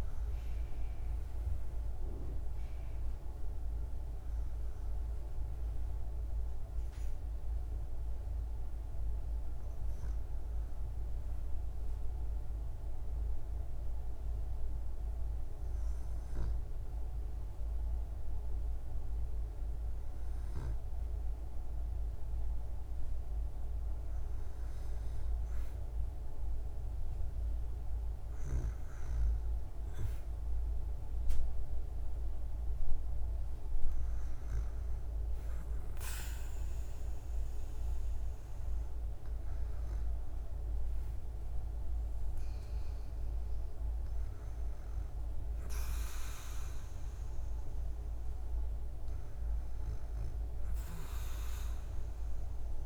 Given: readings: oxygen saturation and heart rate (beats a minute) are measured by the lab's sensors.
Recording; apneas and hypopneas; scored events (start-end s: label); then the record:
breathing in sleep, hard to hear, by a room microphone; none
11.00-52.86 s: new sleep stage, N2 (light sleep)
From the record:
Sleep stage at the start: N1 (lightest sleep); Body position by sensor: on the back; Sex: female